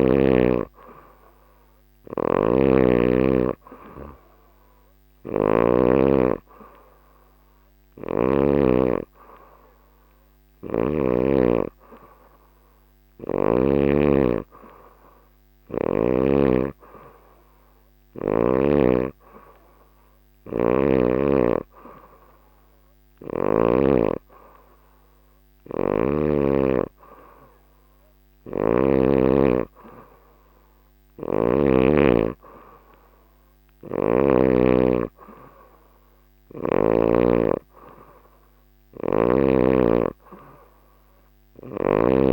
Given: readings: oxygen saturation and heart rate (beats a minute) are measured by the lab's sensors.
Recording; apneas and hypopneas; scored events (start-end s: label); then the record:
breathing in sleep by a microphone on the trachea; none
1.50-5.50 s: snoring (device-marked)
25.00-28.50 s: snoring (device-marked)
30.50-34.00 s: snoring (device-marked)
From the record:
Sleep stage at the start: N3 (deep sleep); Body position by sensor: on the back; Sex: female